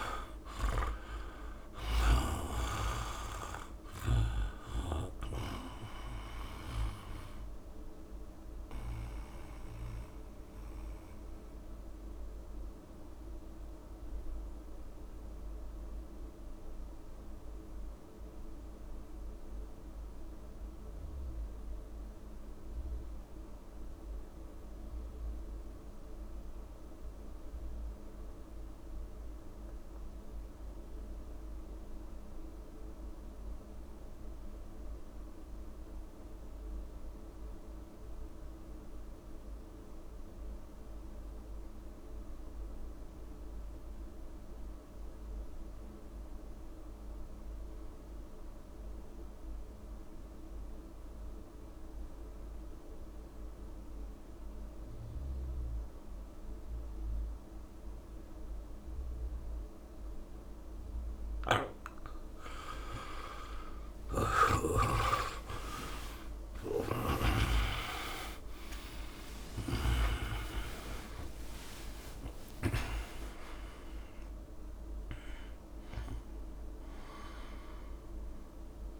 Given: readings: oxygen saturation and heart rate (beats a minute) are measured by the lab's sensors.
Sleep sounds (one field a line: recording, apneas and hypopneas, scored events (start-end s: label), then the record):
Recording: breathing in sleep by a room microphone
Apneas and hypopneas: 1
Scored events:
0.00-21.00 s: oxygen desaturation (device-marked, oxygen 69% lowest)
1.50-5.00 s: snoring (device-marked)
7.50-60.50 s: mixed apnea (oxygen 87% before, 66% lowest)
31.00-79.00 s: oxygen desaturation (device-marked, oxygen 100% before, 66% lowest)
61.00-64.50 s: snoring (device-marked)
63.00-68.00 s: arousal
From the record:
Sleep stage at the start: REM sleep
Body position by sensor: on the back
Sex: male